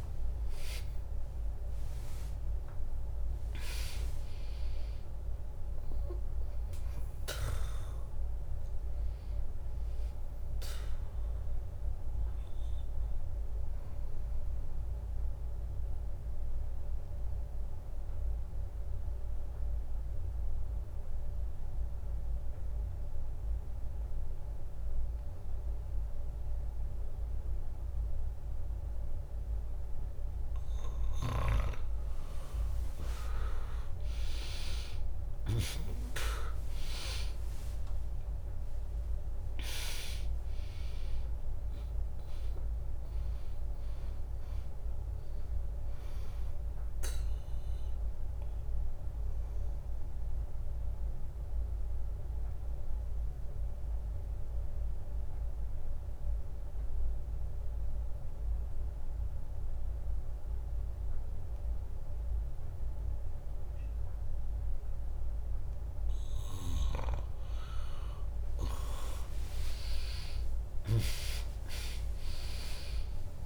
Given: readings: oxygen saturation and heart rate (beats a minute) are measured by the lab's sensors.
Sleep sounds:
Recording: breathing in sleep by a room microphone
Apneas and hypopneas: 2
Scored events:
0.00-3.00 s: arousal
0.00-10.50 s: drop in pulse transit time (device-marked, heart rate 60 extreme)
13.00-30.00 s: obstructive apnea (oxygen 99% before, 95% lowest, heart rate 67 before, 61 extreme, up 1 after)
33.50-39.00 s: arousal
34.50-47.50 s: drop in pulse transit time (device-marked, heart rate 65 before, 61 extreme)
37.50-59.50 s: oxygen desaturation (device-marked, oxygen 99% before, 95% lowest, heart rate 64 before, 62 extreme)
48.50-65.00 s: obstructive apnea (oxygen 99% before, 95% lowest, heart rate 67 before, 62 extreme, up 0 after)
69.00-73.46 s: arousal
70.50-73.46 s: drop in pulse transit time (device-marked, heart rate 65 before, 63 extreme)
From the record:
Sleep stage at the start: N2 (light sleep)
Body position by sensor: on the back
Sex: female

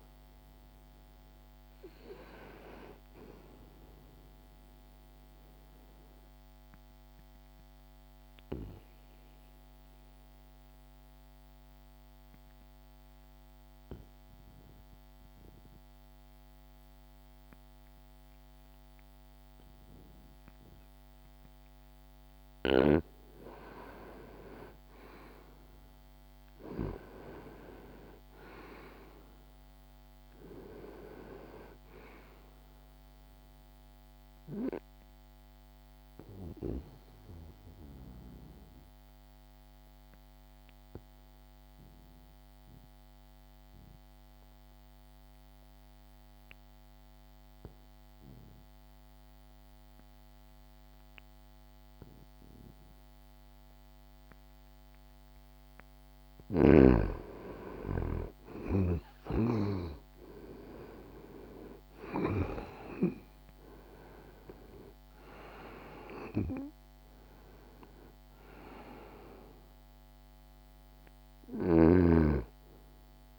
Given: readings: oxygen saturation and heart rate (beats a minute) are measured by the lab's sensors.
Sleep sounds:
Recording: breathing in sleep by a microphone on the trachea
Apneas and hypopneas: 2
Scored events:
0.00-23.00 s: oxygen desaturation (device-marked, oxygen 87% lowest, heart rate 64 extreme)
4.50-21.00 s: obstructive apnea (oxygen 95% before, 86% lowest, heart rate 71 before, 64 extreme, up 2 after)
23.50-28.00 s: arousal
32.00-55.00 s: oxygen desaturation (device-marked, oxygen 97% before, 86% lowest, heart rate 67 before, 64 extreme)
36.00-56.00 s: obstructive apnea (oxygen 97% before, 86% lowest, heart rate 67 before, 64 extreme, up 1 after)
57.50-62.00 s: arousal
60.00-73.39 s: oxygen desaturation (device-marked, oxygen 96% before, 87% lowest, heart rate 66 before, 63 extreme)
71.50-73.39 s: snoring (device-marked)
From the record:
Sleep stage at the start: N2 (light sleep)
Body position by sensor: on the back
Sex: male

